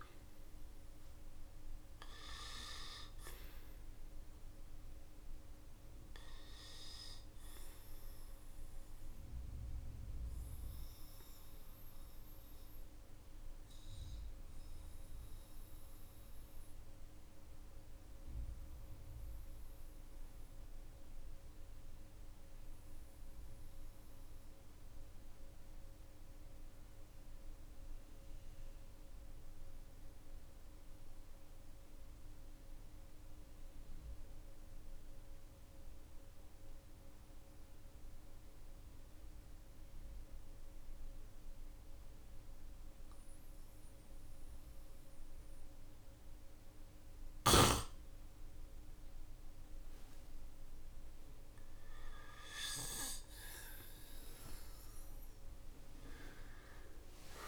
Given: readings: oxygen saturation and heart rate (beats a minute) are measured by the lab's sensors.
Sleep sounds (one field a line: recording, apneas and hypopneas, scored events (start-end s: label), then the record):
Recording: breathing in sleep by a room microphone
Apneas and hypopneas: 1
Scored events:
0.00-10.00 s: oxygen desaturation (device-marked, oxygen 93% lowest, heart rate 45 extreme)
11.00-50.50 s: obstructive apnea (oxygen 97% before, 92% lowest, heart rate 53 before, 44 extreme, up 14 after)
47.00-57.48 s: oxygen desaturation (device-marked, oxygen 99% before, 95% lowest, heart rate 52 before, 44 extreme)
53.00-57.48 s: arousal
From the record:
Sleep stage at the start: N2 (light sleep)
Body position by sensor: on the back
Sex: male